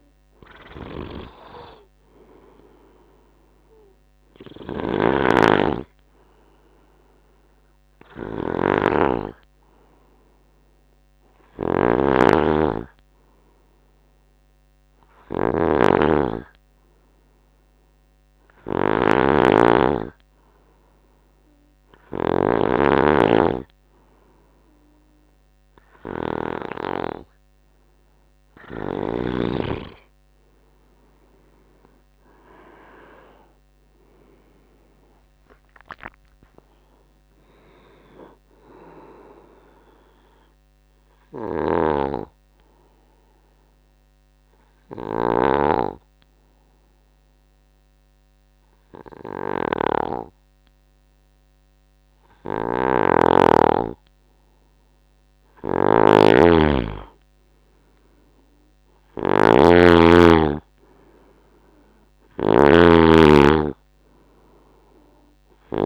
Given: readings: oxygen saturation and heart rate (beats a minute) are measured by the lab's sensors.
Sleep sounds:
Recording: breathing in sleep by a microphone on the trachea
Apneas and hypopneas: 2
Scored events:
0.00-2.50 s: oxygen desaturation (device-marked, oxygen 93% lowest, heart rate 74 extreme)
4.50-26.50 s: snoring (device-marked)
7.00-25.00 s: hypopnea (oxygen 96% before, 92% lowest, heart rate 80 before, 74 extreme, up 7 after)
31.50-36.50 s: arousal
36.50-53.50 s: oxygen desaturation (device-marked, oxygen 97% before, 94% lowest, heart rate 78 before, 66 extreme)
41.50-45.50 s: snoring (device-marked)
42.50-55.00 s: hypopnea (oxygen 98% before, 92% lowest, heart rate 84 before, 66 extreme, up 7 after)
52.50-65.86 s: snoring (device-marked)
57.50-62.00 s: arousal
62.50-65.86 s: oxygen desaturation (device-marked, oxygen 98% before, 94% lowest, heart rate 72 before, 69 extreme)
From the record:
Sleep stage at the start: N2 (light sleep)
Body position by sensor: on the right side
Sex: male

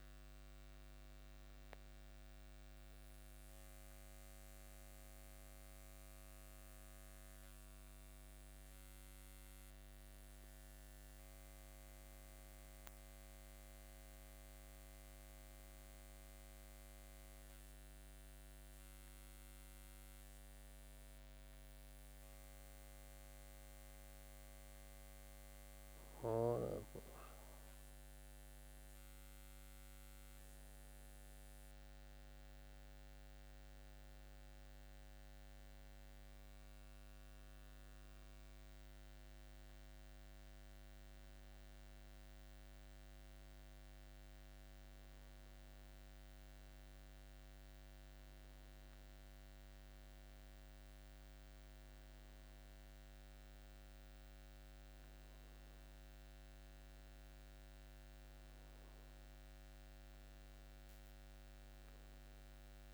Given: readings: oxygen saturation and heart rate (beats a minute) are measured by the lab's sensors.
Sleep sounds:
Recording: breathing in sleep, hard to hear, by a microphone on the trachea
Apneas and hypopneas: none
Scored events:
none scored
From the record:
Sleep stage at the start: N1 (lightest sleep)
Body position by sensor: upright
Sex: male

